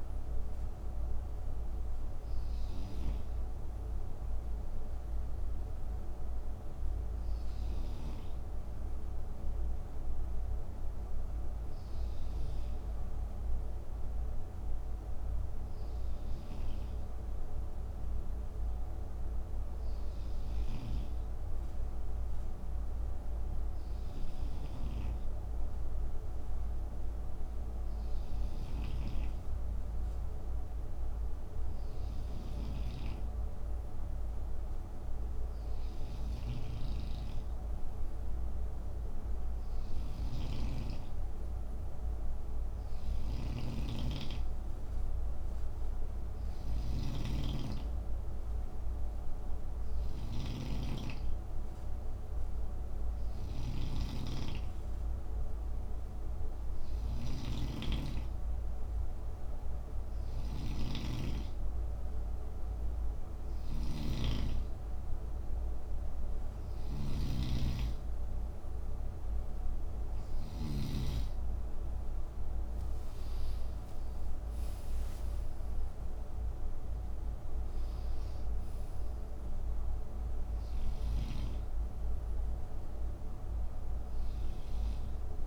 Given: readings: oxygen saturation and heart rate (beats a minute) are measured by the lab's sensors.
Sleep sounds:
breathing in sleep by a room microphone; none
16.00-70.50 s: snoring (device-marked)
From the record:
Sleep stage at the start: N2 (light sleep); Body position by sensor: on the right side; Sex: male

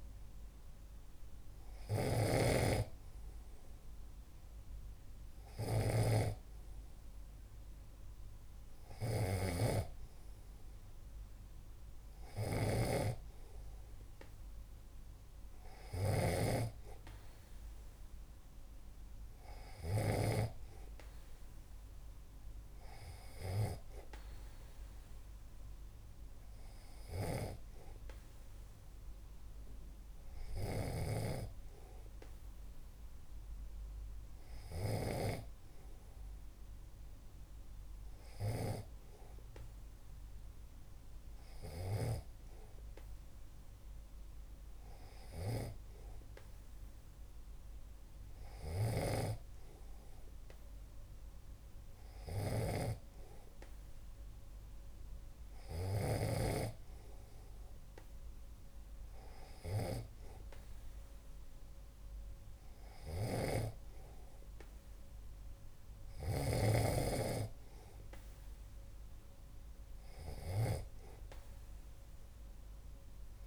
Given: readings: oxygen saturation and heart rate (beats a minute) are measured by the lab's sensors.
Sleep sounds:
breathing in sleep by a room microphone; none
0.00-20.50 s: snoring (device-marked)
27.00-39.00 s: snoring (device-marked)
48.50-56.50 s: snoring (device-marked)
63.00-73.47 s: snoring (device-marked)
From the record:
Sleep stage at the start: N2 (light sleep); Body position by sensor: on the back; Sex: male

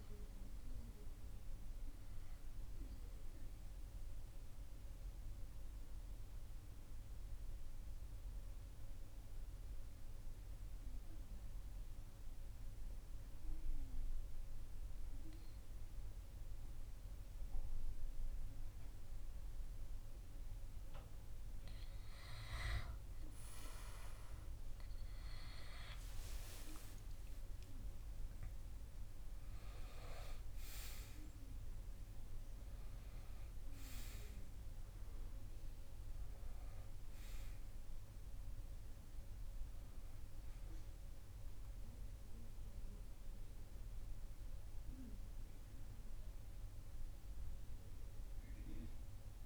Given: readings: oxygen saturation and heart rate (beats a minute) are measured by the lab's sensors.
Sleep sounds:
breathing in sleep by a room microphone; 1
2.00-21.00 s: obstructive apnea (oxygen 98% before, 94% lowest, heart rate 60 before, 56 extreme, up 5 after)
24.00-29.00 s: arousal
From the record:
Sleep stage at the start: N2 (light sleep); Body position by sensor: on the back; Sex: male

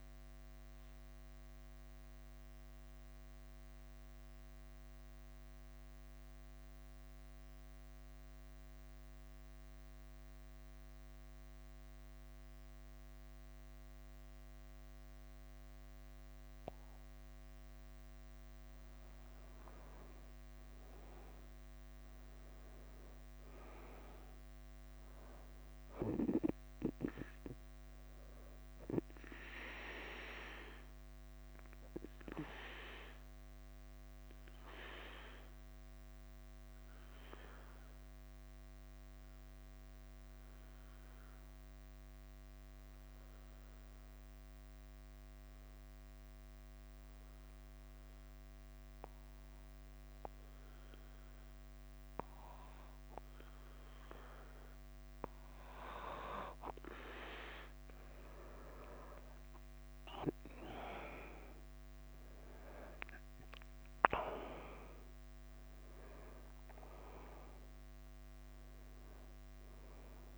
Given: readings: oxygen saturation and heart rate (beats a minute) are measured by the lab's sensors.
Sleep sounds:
breathing in sleep by a microphone on the trachea; 2
0.00-1.50 s: oxygen desaturation (device-marked, oxygen 94% lowest, heart rate 49 extreme)
0.00-70.37 s: bradycardia (device-marked, heart rate 46 extreme)
0.50-18.50 s: mixed apnea (oxygen 99% before, 93% lowest, heart rate 54 before, 49 extreme, up 7 after)
8.50-21.50 s: oxygen desaturation (device-marked, oxygen 96% before, 93% lowest, heart rate 53 before, 49 extreme)
20.50-24.50 s: arousal
30.50-53.50 s: obstructive apnea (oxygen 99% before, 94% lowest, heart rate 53 before, 49 extreme, up 5 after)
58.00-62.50 s: arousal
From the record:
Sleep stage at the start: N2 (light sleep); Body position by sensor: on the back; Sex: male

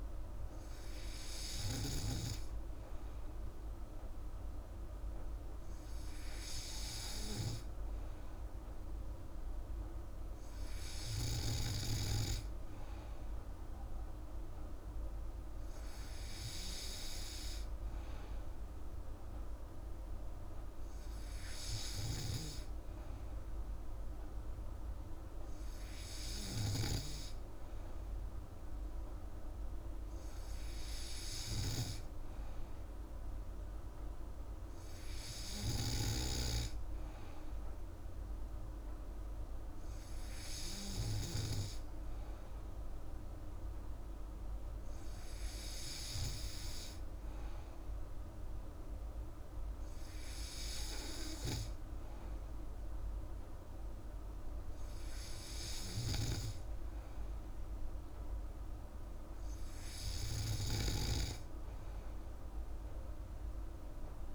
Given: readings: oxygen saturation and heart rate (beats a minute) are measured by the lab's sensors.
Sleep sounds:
breathing in sleep by a room microphone; none
none scored
From the record:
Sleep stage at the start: N3 (deep sleep); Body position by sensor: on the back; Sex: female

